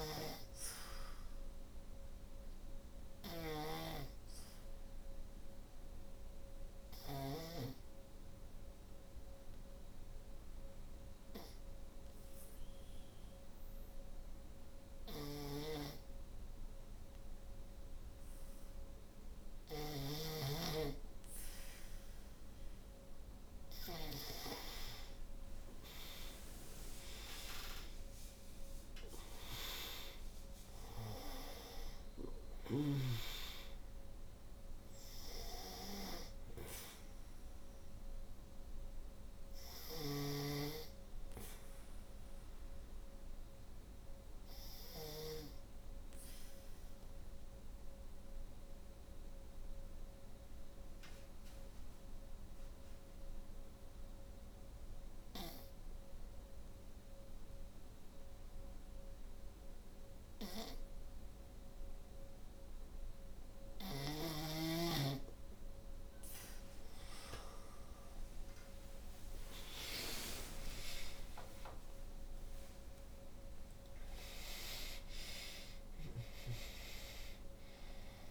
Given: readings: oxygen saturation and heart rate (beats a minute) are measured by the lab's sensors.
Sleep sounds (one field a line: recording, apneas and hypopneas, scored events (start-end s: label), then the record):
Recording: breathing in sleep by a room microphone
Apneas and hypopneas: 2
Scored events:
0.00-6.50 s: snoring (device-marked)
2.50-18.50 s: oxygen desaturation (device-marked, oxygen 96% before, 86% lowest, heart rate 60 before, 52 extreme)
3.00-22.00 s: obstructive apnea (oxygen 96% before, 84% lowest, heart rate 60 before, 52 extreme, up 9 after)
14.00-23.00 s: snoring (device-marked)
24.50-29.00 s: arousal
29.50-57.50 s: oxygen desaturation (device-marked, oxygen 94% before, 85% lowest, heart rate 60 before, 52 extreme)
38.50-44.50 s: snoring (device-marked)
42.50-63.50 s: obstructive apnea (oxygen 94% before, 81% lowest, heart rate 60 before, 51 extreme, up 59 after)
67.50-78.31 s: oxygen desaturation (device-marked, oxygen 96% before, 81% lowest, heart rate 59 before, 51 extreme)
68.00-75.00 s: arousal
From the record:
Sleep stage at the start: N2 (light sleep)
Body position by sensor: on the back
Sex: female